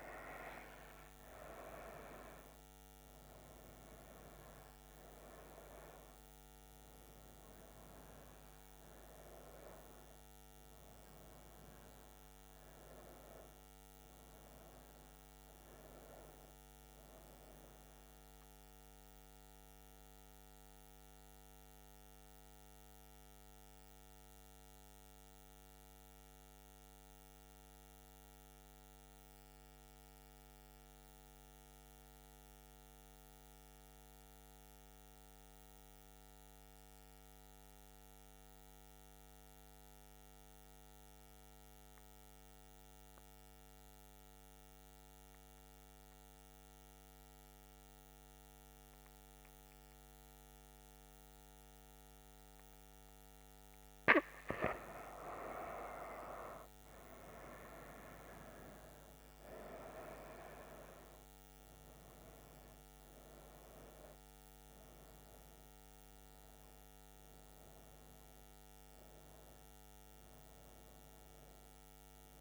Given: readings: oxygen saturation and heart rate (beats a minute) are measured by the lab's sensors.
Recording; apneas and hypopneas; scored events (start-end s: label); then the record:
breathing in sleep by a microphone on the trachea; 1
0.00-22.50 s: oxygen desaturation (device-marked, oxygen 90% lowest, heart rate 66 extreme)
19.50-53.50 s: mixed apnea (oxygen 97% before, 91% lowest, heart rate 81 before, 66 extreme, up 6 after)
50.50-72.41 s: oxygen desaturation (device-marked, oxygen 98% before, 91% lowest, heart rate 69 before, 67 extreme)
55.50-59.00 s: arousal
From the record:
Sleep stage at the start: N2 (light sleep); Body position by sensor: on the back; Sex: female